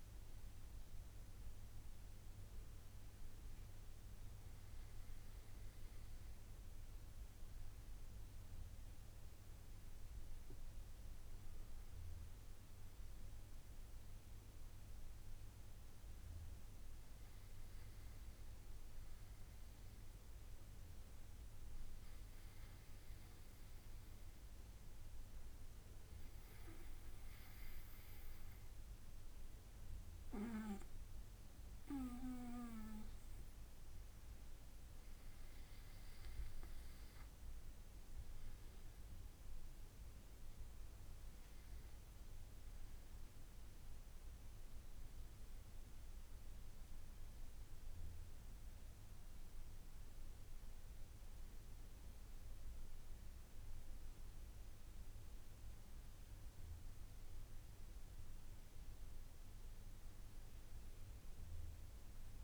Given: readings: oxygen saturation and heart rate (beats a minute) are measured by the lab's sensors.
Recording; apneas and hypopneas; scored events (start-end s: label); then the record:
breathing in sleep, hard to hear, by a room microphone; none
7.50-37.50 s: new sleep stage, N2 (light sleep)
37.50-62.44 s: new sleep stage, N1 (lightest sleep)
From the record:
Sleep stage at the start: N1 (lightest sleep); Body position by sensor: on the back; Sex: male